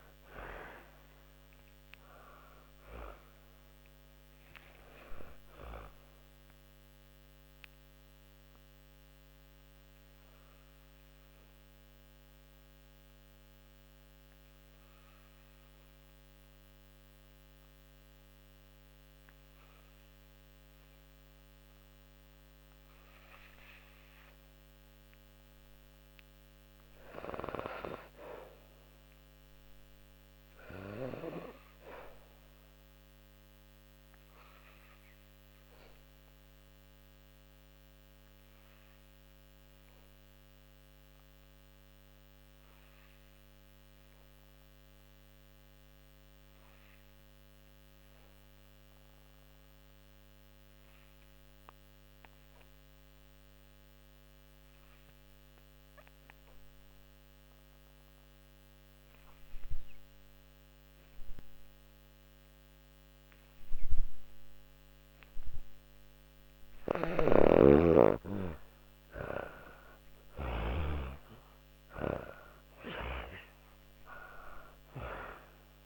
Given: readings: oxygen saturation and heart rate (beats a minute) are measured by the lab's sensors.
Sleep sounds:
breathing in sleep by a microphone on the trachea; 1
0.00-17.00 s: oxygen desaturation (device-marked, oxygen 75% lowest, heart rate 47 extreme)
6.00-65.00 s: obstructive apnea (oxygen 95% before, 75% lowest, heart rate 105 before, 43 extreme, up 37 after)
31.00-43.00 s: oxygen desaturation (device-marked, oxygen 99% before, 93% lowest, heart rate 62 before, 43 extreme)
55.00-75.86 s: oxygen desaturation (device-marked, oxygen 96% before, 78% lowest, heart rate 52 before, 40 extreme)
65.00-69.00 s: snoring (device-marked)
68.00-73.50 s: arousal
From the record:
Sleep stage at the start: N2 (light sleep); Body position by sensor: on the back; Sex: female

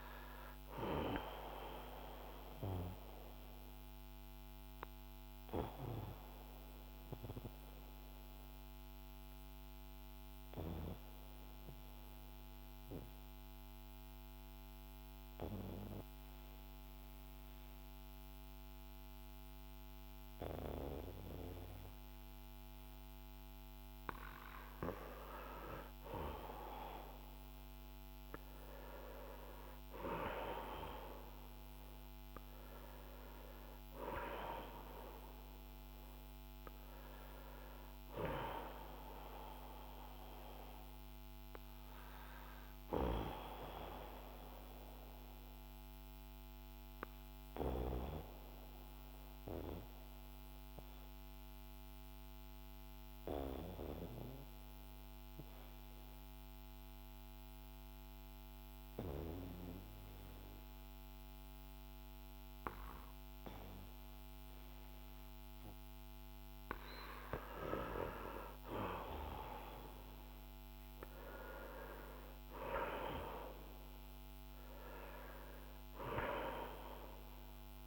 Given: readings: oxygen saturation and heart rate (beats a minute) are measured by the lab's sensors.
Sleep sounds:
breathing in sleep by a microphone on the trachea; 2
0.00-18.50 s: oxygen desaturation (device-marked, oxygen 88% lowest, heart rate 44 extreme)
2.00-24.50 s: obstructive apnea (oxygen 96% before, 88% lowest, heart rate 61 before, 44 extreme, up 18 after)
28.00-33.50 s: arousal
42.50-67.00 s: obstructive apnea (oxygen 96% before, 87% lowest, heart rate 57 before, 48 extreme, up 9 after)
43.50-59.50 s: oxygen desaturation (device-marked, oxygen 94% before, 91% lowest, heart rate 57 before, 48 extreme)
69.00-73.00 s: arousal
74.50-77.87 s: oxygen desaturation (device-marked, oxygen 95% before, 87% lowest, heart rate 54 before, 48 extreme)
From the record:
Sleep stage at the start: N2 (light sleep); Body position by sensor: on the back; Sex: male

